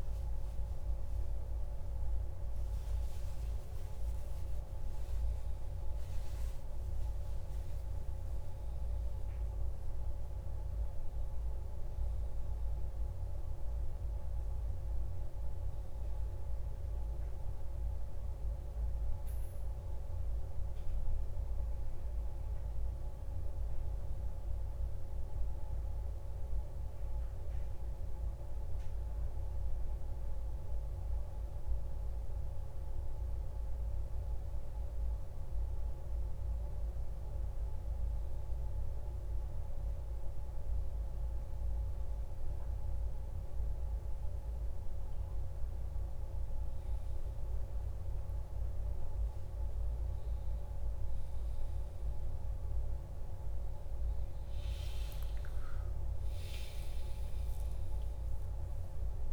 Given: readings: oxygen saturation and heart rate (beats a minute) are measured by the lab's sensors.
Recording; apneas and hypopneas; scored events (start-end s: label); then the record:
a person awake in a sleep study, hard to hear, by a room microphone; none
12.50-59.33 s: new sleep stage, awake
From the record:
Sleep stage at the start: N1 (lightest sleep); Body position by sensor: on the back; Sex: male